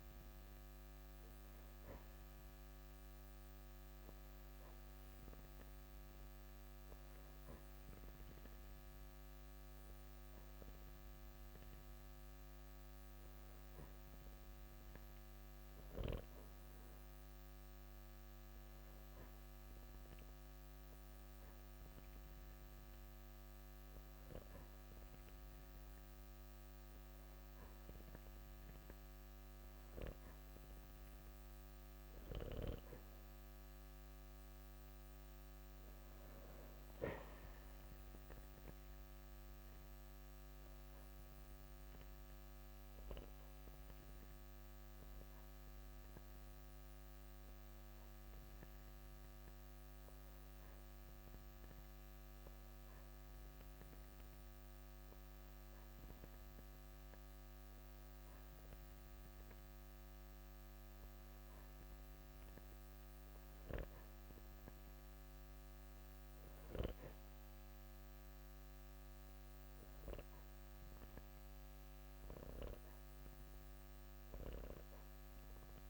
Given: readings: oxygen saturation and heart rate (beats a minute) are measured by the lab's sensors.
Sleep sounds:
breathing in sleep, hard to hear, by a microphone on the trachea; 1
39.00-60.00 s: hypopnea (oxygen 94% before, 91% lowest, heart rate 55 before, 54 extreme, up 2 after)
63.50-66.50 s: arousal
64.00-75.90 s: oxygen desaturation (device-marked, oxygen 95% before, 91% lowest, heart rate 55 before, 54 extreme)
From the record:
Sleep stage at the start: N2 (light sleep); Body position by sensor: on the back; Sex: male

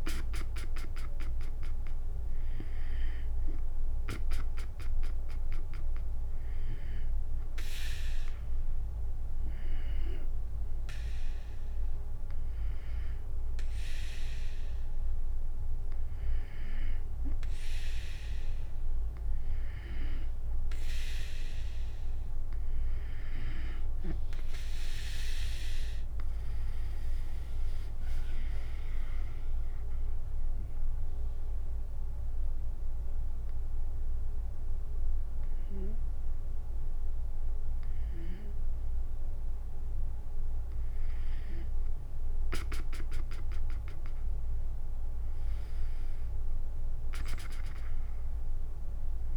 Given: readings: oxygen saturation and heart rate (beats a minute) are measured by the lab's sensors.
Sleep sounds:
breathing in sleep by a room microphone; 2
8.00-20.50 s: hypopnea (oxygen 96% before, 93% lowest, heart rate 72 before, 62 extreme, up 12 after)
22.00-25.50 s: arousal
27.00-38.00 s: drop in pulse transit time (device-marked, heart rate 69 before, 72 extreme)
30.00-41.00 s: obstructive apnea (oxygen 96% before, 93% lowest, heart rate 70 before, 62 extreme, up 2 after)
44.50-48.50 s: arousal
From the record:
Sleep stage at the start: N2 (light sleep); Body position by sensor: on the back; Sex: female

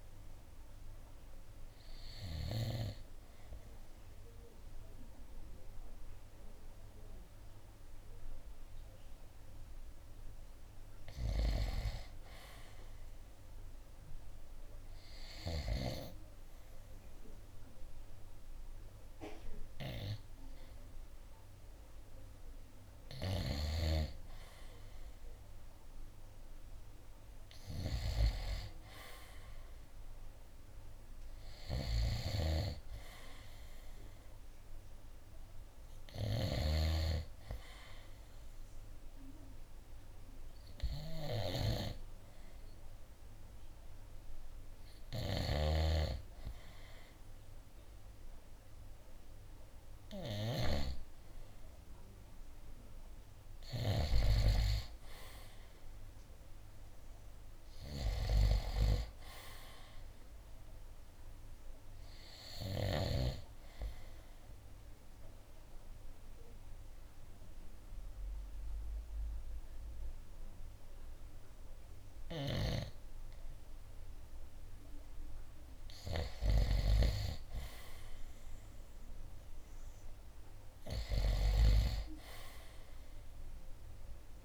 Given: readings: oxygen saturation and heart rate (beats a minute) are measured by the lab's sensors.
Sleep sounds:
breathing in sleep by a room microphone; 2
0.00-8.00 s: drop in pulse transit time (device-marked, heart rate 58 extreme)
13.00-24.00 s: hypopnea (oxygen 95% before, 91% lowest, heart rate 67 before, 60 extreme, up 0 after)
26.50-30.50 s: arousal
36.00-48.00 s: oxygen desaturation (device-marked, oxygen 95% before, 92% lowest, heart rate 65 before, 57 extreme)
45.50-51.00 s: snoring (device-marked)
56.00-63.00 s: oxygen desaturation (device-marked, oxygen 95% before, 92% lowest, heart rate 65 before, 57 extreme)
65.50-76.00 s: obstructive apnea (oxygen 95% before, 90% lowest, heart rate 66 before, 58 extreme, up 9 after)
72.50-77.00 s: snoring (device-marked)
76.50-80.50 s: arousal
From the record:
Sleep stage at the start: N2 (light sleep); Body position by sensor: on the right side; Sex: male

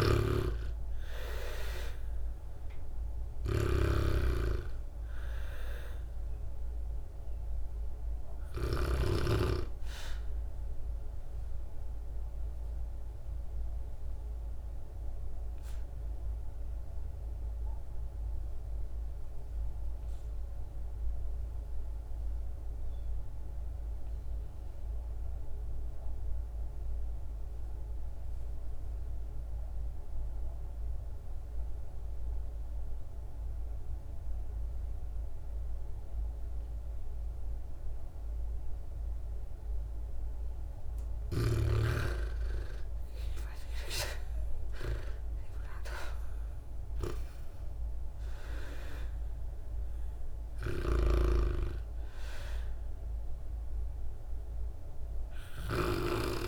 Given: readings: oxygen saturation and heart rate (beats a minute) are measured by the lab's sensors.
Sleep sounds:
breathing in sleep by a room microphone; 1
0.00-9.00 s: snoring (device-marked)
0.00-21.50 s: oxygen desaturation (device-marked, oxygen 83% lowest, heart rate 50 extreme)
12.00-40.50 s: obstructive apnea (oxygen 98% before, 80% lowest, heart rate 57 before, 50 extreme, up 11 after)
31.50-56.48 s: oxygen desaturation (device-marked, oxygen 98% before, 80% lowest, heart rate 59 before, 50 extreme)
42.00-46.50 s: arousal
50.50-55.50 s: snoring (device-marked)
From the record:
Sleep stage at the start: REM sleep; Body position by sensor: on the back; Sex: female

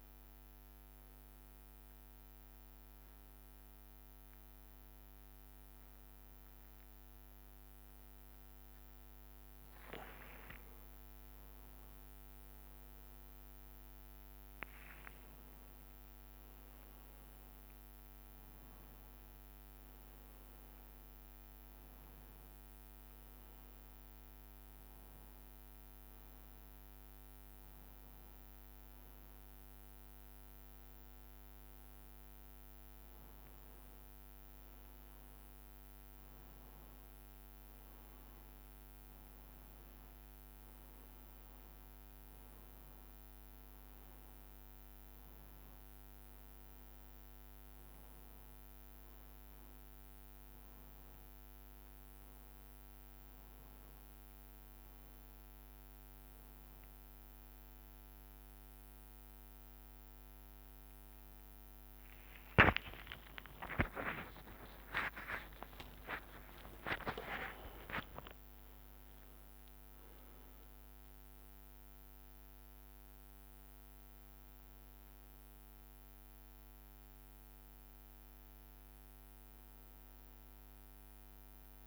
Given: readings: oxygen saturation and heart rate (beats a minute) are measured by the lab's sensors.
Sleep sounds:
a person partly awake in a sleep study, by a microphone on the trachea; none
14.50-16.50 s: long interval between heartbeats (device-marked, heart rate 66 before, 78 extreme)
21.50-81.87 s: new sleep stage, N1 (lightest sleep)
38.50-40.50 s: long interval between heartbeats (device-marked, heart rate 68 before, 66 extreme)
59.00-61.00 s: long interval between heartbeats (device-marked, heart rate 67 before, 68 extreme)
63.50-65.50 s: long interval between heartbeats (device-marked, heart rate 68 before, 78 extreme)
64.00-68.50 s: arousal
66.50-68.50 s: long interval between heartbeats (device-marked, heart rate 69 before, 89 extreme)
From the record:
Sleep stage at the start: awake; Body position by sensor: on the back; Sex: male

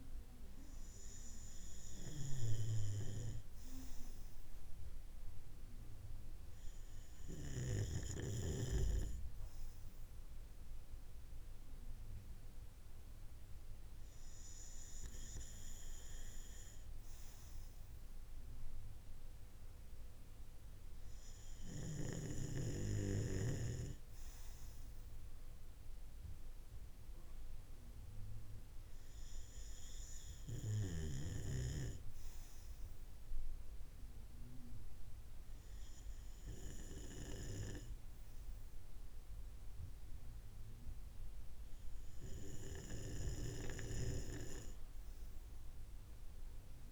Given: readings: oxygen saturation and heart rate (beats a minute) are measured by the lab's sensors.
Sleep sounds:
breathing in sleep by a room microphone; none
none scored
From the record:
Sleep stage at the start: REM sleep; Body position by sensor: on the right side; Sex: male

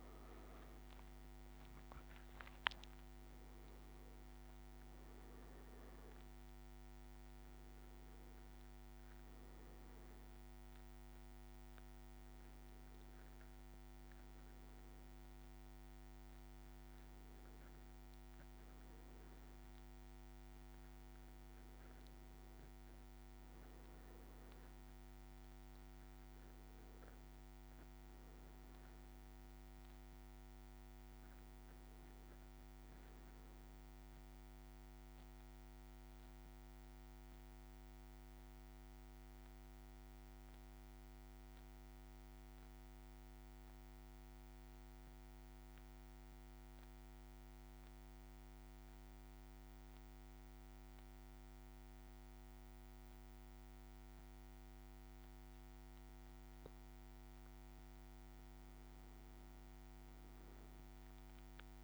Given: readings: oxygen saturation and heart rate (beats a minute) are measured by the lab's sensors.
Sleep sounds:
breathing in sleep, hard to hear, by a microphone on the trachea; 1
1.50-3.50 s: leg movement (device-marked)
2.00-29.00 s: oxygen desaturation (device-marked, oxygen 98% before, 95% lowest, heart rate 58 before, 56 extreme)
28.50-31.50 s: arousal
34.00-56.00 s: mixed apnea (oxygen 100% before, 95% lowest, heart rate 58 before, 56 extreme, up 3 after)
From the record:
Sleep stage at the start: N1 (lightest sleep); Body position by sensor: on the back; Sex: male

